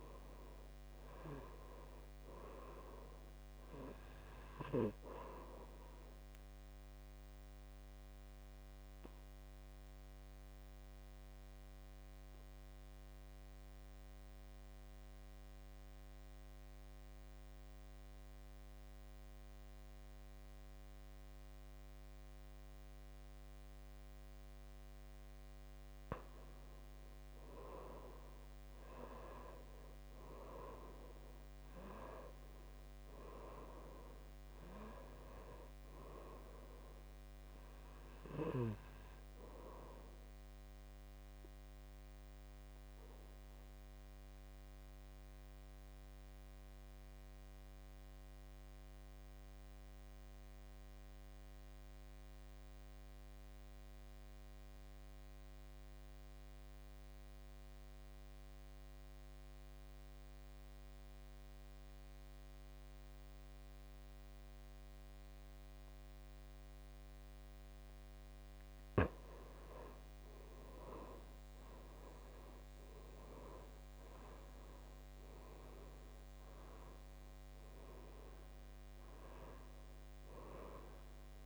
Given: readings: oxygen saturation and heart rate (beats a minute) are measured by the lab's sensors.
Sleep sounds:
breathing in sleep by a microphone on the trachea; 2
0.00-24.00 s: oxygen desaturation (device-marked, oxygen 84% lowest, heart rate 54 extreme)
7.00-26.00 s: obstructive apnea (oxygen 98% before, 84% lowest, heart rate 62 before, 53 extreme, up 12 after)
28.00-32.00 s: arousal
32.00-55.00 s: oxygen desaturation (device-marked, oxygen 98% before, 88% lowest, heart rate 58 before, 53 extreme)
42.50-69.00 s: obstructive apnea (oxygen 98% before, 82% lowest, heart rate 62 before, 53 extreme, up 10 after)
70.50-74.50 s: arousal
72.00-81.46 s: oxygen desaturation (device-marked, oxygen 97% before, 82% lowest, heart rate 59 before, 54 extreme)
From the record:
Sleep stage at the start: N2 (light sleep); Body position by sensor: on the back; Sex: male

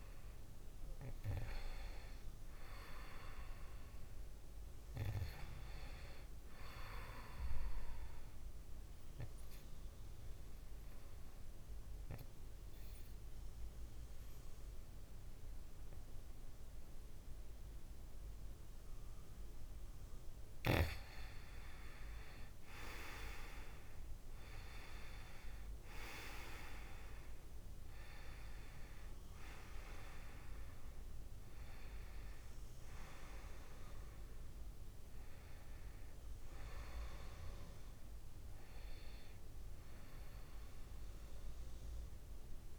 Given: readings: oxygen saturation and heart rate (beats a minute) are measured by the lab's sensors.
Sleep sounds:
breathing in sleep by a room microphone; 1
9.00-21.00 s: obstructive apnea (oxygen 97% before, 93% lowest, heart rate 63 before, 57 extreme, up 2 after)
22.50-27.00 s: arousal
From the record:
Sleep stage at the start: N2 (light sleep); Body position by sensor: on the back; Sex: male

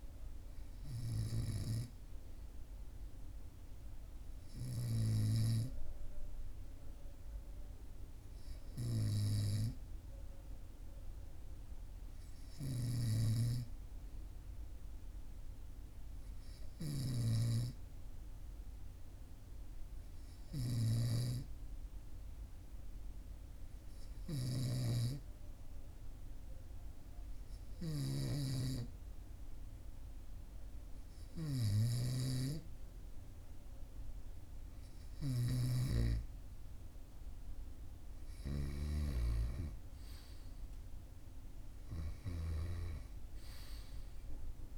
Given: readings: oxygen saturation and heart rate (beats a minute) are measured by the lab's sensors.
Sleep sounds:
breathing in sleep by a room microphone; 1
17.00-32.50 s: hypopnea (oxygen 98% before, 96% lowest, heart rate 42 before, 42 extreme, up 1 after)
34.50-38.00 s: arousal
From the record:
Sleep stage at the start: N2 (light sleep); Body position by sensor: on the right side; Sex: male

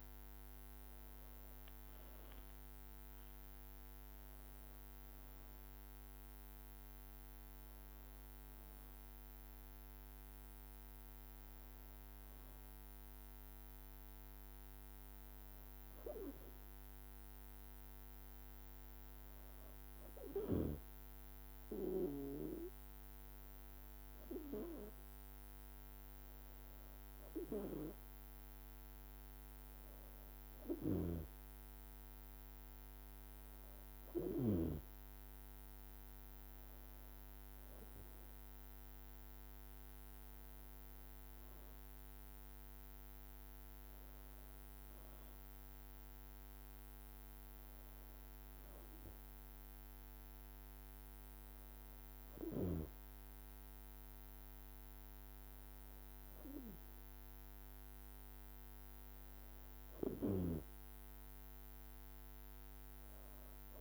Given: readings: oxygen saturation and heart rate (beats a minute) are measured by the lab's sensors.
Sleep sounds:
breathing in sleep by a microphone on the trachea; none
31.00-35.00 s: snoring (device-marked)
From the record:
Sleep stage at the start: N2 (light sleep); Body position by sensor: on the back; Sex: female

